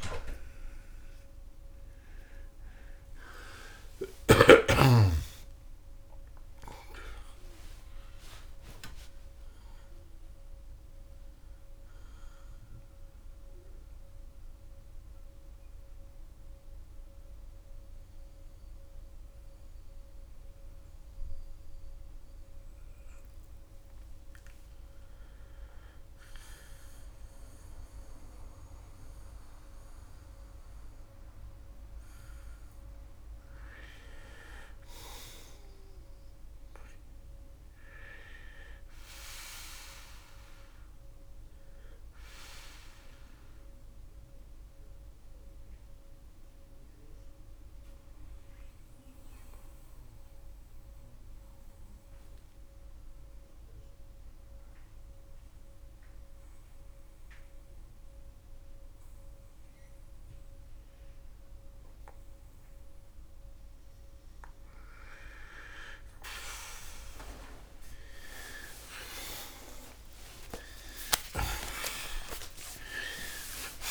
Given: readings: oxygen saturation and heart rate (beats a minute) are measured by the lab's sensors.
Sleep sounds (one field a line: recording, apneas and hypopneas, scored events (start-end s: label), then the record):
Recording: breathing in sleep by a room microphone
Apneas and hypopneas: 2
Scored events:
13.50-24.50 s: central apnea (oxygen 92% before, 89% lowest, heart rate 90 before, 68 extreme)
30.00-60.00 s: new sleep stage, N2 (light sleep)
30.50-36.00 s: arousal
44.00-64.00 s: hypopnea (oxygen 91% before, 89% lowest, heart rate 77 before, 64 extreme)
60.00-73.91 s: new sleep stage, awake
From the record:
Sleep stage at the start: N1 (lightest sleep)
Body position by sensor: on the back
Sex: male